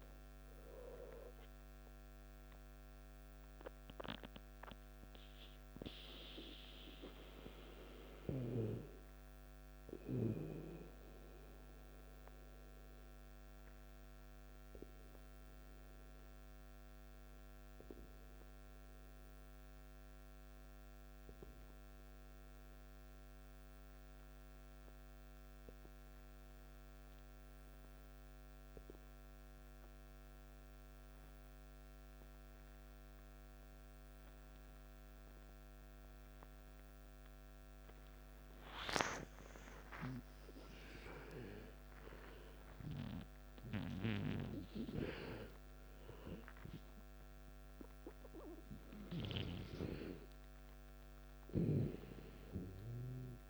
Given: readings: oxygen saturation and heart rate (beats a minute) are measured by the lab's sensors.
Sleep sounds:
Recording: breathing in sleep by a microphone on the trachea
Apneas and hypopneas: 1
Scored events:
0.00-22.00 s: oxygen desaturation (device-marked, oxygen 90% lowest, heart rate 55 extreme)
11.00-38.50 s: obstructive apnea (oxygen 96% before, 90% lowest, heart rate 65 before, 55 extreme, up 7 after)
37.00-53.50 s: oxygen desaturation (device-marked, oxygen 98% before, 91% lowest, heart rate 56 before, 55 extreme)
39.50-44.00 s: arousal
From the record:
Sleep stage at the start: N2 (light sleep)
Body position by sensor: on the back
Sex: male

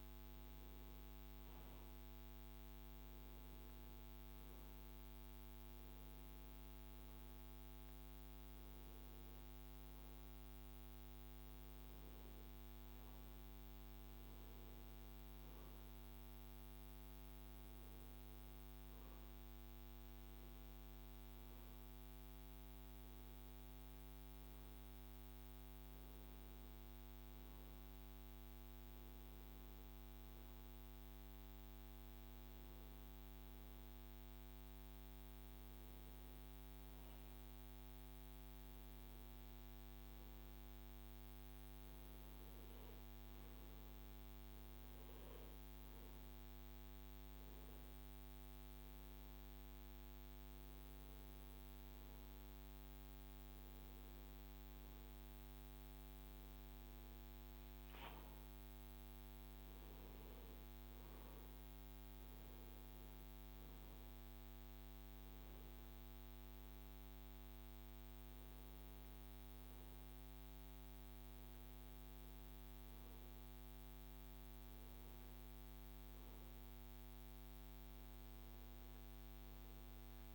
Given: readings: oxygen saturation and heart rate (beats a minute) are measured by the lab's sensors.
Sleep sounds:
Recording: breathing in sleep, hard to hear, by a microphone on the trachea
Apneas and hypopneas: none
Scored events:
none scored
From the record:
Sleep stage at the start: N2 (light sleep)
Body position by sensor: on the right side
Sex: male

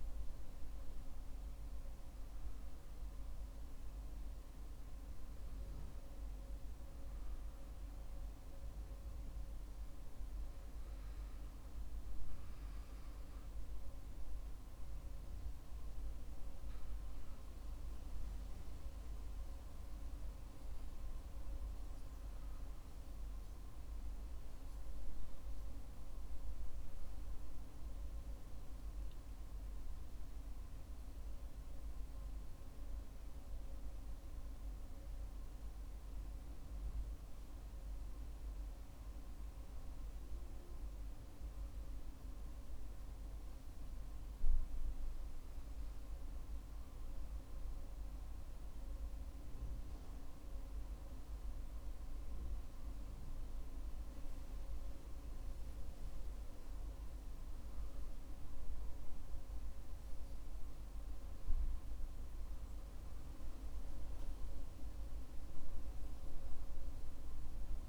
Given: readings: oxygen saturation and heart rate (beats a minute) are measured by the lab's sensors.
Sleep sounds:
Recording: breathing in sleep, hard to hear, by a room microphone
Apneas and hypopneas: none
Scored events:
29.50-33.00 s: arousal
From the record:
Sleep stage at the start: N1 (lightest sleep)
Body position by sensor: on the back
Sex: male

